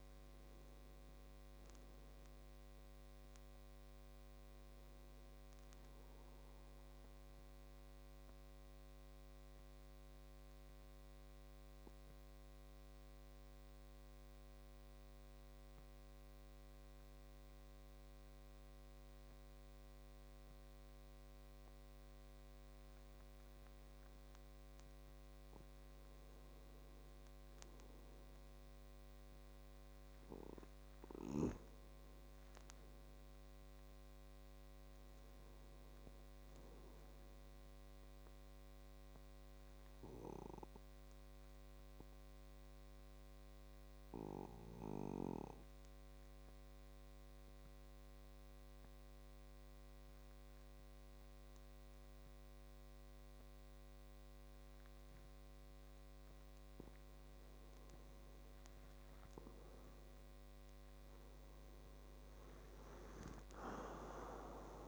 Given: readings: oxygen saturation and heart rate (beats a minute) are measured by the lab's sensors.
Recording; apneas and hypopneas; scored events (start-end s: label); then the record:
breathing in sleep by a microphone on the trachea; 2
0.00-12.50 s: oxygen desaturation (device-marked, oxygen 91% lowest, heart rate 68 extreme)
8.00-24.50 s: central apnea (oxygen 97% before, 91% lowest, heart rate 106 before, 46 extreme)
25.50-28.50 s: arousal
25.50-49.50 s: oxygen desaturation (device-marked, oxygen 99% before, 93% lowest, heart rate 111 before, 46 extreme)
39.50-56.50 s: central apnea (oxygen 99% before, 93% lowest, heart rate 119 before, 59 extreme, up 43 after)
59.00-62.50 s: arousal
62.50-64.88 s: oxygen desaturation (device-marked, oxygen 98% before, 93% lowest, heart rate 79 before, 68 extreme)
From the record:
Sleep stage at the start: N2 (light sleep); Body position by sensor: on the back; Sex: male